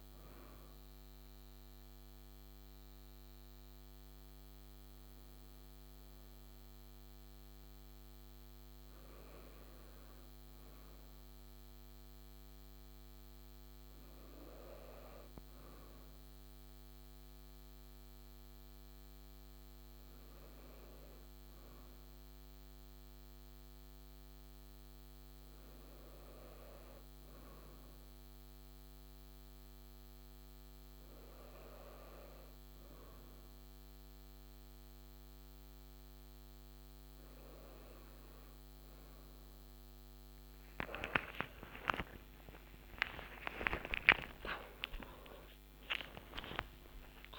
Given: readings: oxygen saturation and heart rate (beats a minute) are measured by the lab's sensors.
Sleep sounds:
breathing in sleep by a microphone on the trachea; none
40.50-45.00 s: arousal
From the record:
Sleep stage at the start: N2 (light sleep); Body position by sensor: on the right side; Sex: female

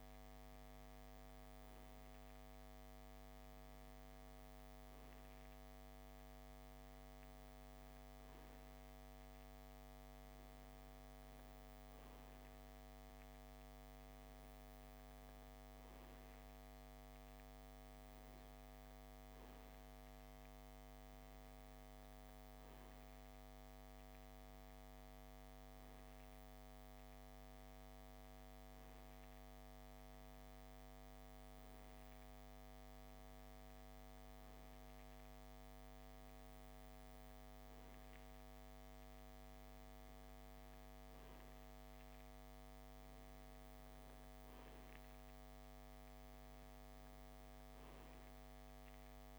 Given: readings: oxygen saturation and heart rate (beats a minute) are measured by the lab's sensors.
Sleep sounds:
breathing in sleep, hard to hear, by a microphone on the trachea; none
none scored
From the record:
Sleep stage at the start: N2 (light sleep); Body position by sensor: on the left side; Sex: male

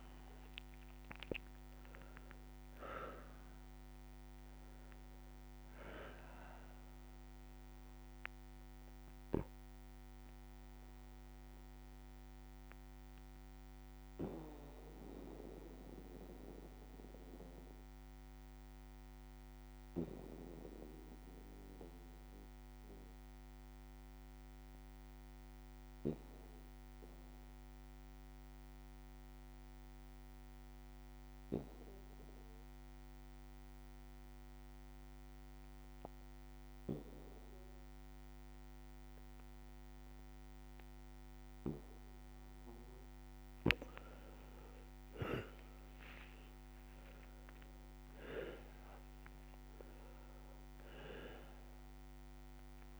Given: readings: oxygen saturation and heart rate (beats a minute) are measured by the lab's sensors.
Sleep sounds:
breathing in sleep by a microphone on the trachea; 1
0.00-2.00 s: arousal
0.00-3.00 s: bradycardia (device-marked, heart rate 53 extreme)
0.00-26.00 s: oxygen desaturation (device-marked, oxygen 91% lowest, heart rate 53 extreme)
8.00-37.00 s: bradycardia (device-marked, heart rate 61 before, 55 extreme)
8.50-40.50 s: obstructive apnea (oxygen 99% before, 90% lowest, heart rate 59 before, 55 extreme, up 4 after)
41.00-53.00 s: oxygen desaturation (device-marked, oxygen 99% before, 90% lowest, heart rate 58 before, 57 extreme)
44.50-49.50 s: arousal
From the record:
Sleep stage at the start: N2 (light sleep); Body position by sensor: on the back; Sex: male

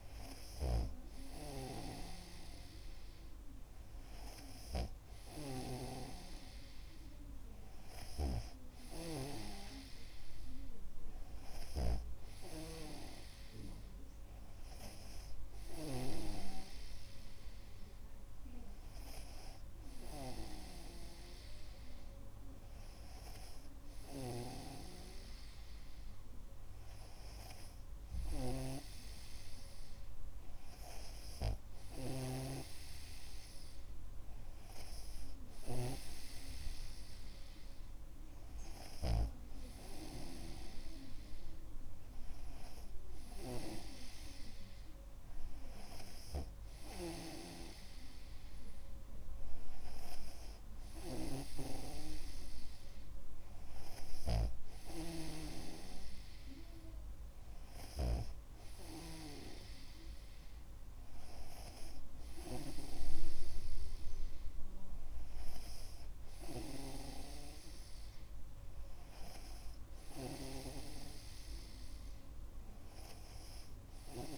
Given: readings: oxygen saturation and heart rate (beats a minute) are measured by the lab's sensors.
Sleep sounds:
breathing in sleep by a room microphone; none
0.00-6.50 s: snoring (device-marked)
8.50-12.50 s: snoring (device-marked)
24.50-40.00 s: snoring (device-marked)
47.50-59.00 s: snoring (device-marked)
From the record:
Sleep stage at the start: N2 (light sleep); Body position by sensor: on the back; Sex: male

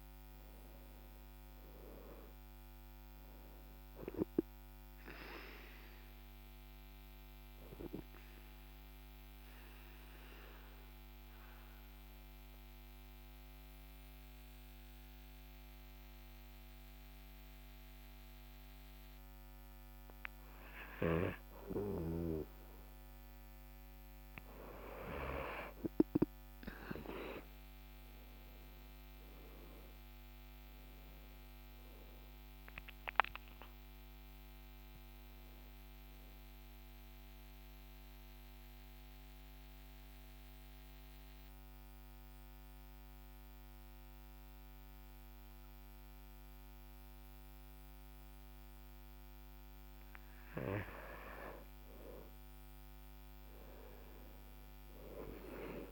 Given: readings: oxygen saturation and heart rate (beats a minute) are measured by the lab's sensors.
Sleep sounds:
breathing in sleep by a microphone on the trachea; 2
8.00-21.50 s: central apnea (oxygen 97% before, 94% lowest, heart rate 53 before, 47 extreme, up 13 after)
27.50-32.50 s: arousal
37.00-50.00 s: obstructive apnea (oxygen 97% before, 94% lowest, heart rate 58 before, 47 extreme, up 16 after)
51.50-55.91 s: arousal
From the record:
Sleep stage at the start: N2 (light sleep); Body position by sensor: on the back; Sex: male

